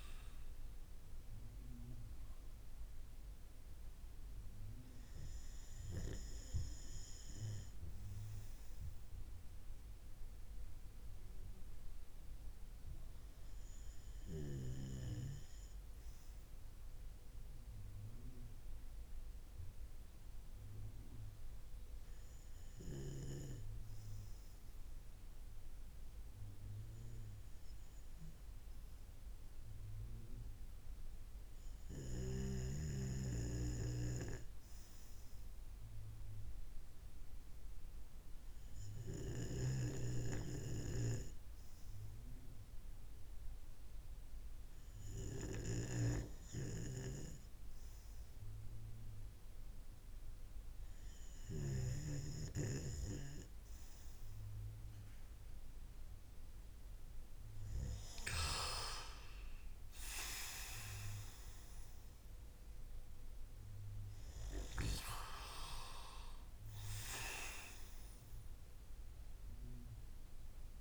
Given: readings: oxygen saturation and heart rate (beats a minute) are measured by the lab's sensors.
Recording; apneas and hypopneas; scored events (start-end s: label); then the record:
breathing in sleep by a room microphone; none
38.50-51.00 s: snoring (device-marked)
60.50-66.00 s: arousal
From the record:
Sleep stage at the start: REM sleep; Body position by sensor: on the right side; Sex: male